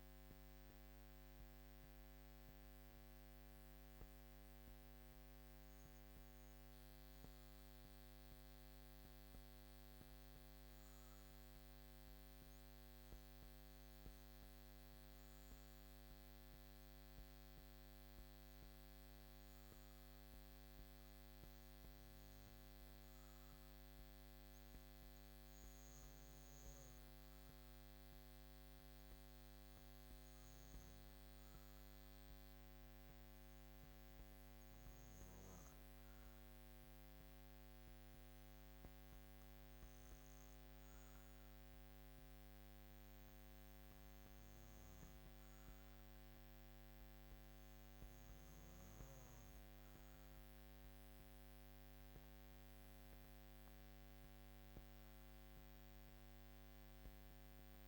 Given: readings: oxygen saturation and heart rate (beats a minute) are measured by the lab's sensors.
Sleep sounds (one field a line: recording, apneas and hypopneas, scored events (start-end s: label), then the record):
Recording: breathing in sleep, hard to hear, by a microphone on the trachea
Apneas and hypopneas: none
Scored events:
none scored
From the record:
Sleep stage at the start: REM sleep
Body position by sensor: on the back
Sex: female